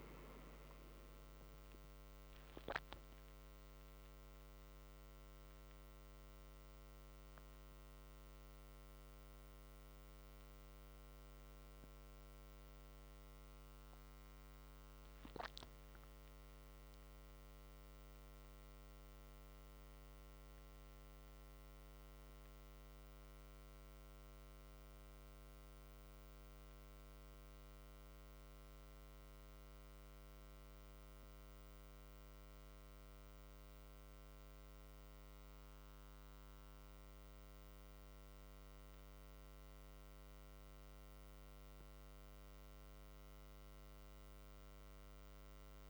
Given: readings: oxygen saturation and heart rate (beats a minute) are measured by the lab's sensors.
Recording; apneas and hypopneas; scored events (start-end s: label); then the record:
a person awake in a sleep study, hard to hear, by a microphone on the trachea; none
none scored
From the record:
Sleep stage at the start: awake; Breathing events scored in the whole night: 46 in 3.9 hours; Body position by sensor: on the back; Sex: male